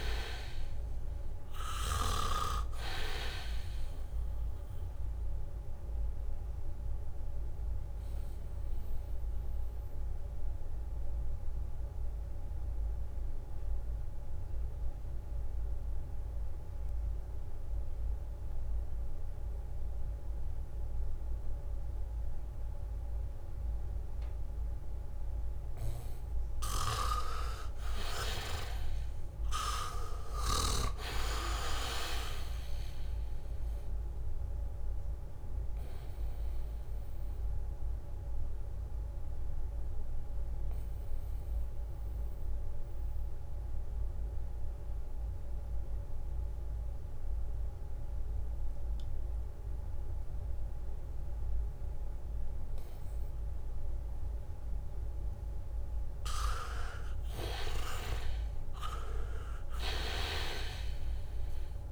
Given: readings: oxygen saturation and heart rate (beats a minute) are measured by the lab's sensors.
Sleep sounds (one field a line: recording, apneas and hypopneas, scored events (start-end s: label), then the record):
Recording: breathing in sleep by a room microphone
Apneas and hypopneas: 2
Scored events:
0.00-1.50 s: arousal
0.00-3.50 s: leg movement (device-marked)
0.00-19.00 s: oxygen desaturation (device-marked, oxygen 82% lowest, heart rate 72 extreme)
8.50-26.00 s: obstructive apnea (oxygen 97% before, 82% lowest, heart rate 75 before, 73 extreme)
19.00-23.50 s: leg movement (device-marked)
23.50-26.00 s: leg movement (device-marked)
26.00-54.00 s: oxygen desaturation (device-marked, oxygen 99% before, 84% lowest, heart rate 77 before, 73 extreme)
27.00-32.50 s: leg movement (device-marked)
28.50-33.00 s: arousal
36.00-40.00 s: leg movement (device-marked)
37.00-54.00 s: obstructive apnea (oxygen 99% before, 82% lowest, heart rate 76 before, 74 extreme, up 2 after)
56.50-60.00 s: arousal
From the record:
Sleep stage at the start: N2 (light sleep)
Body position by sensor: on the back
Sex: male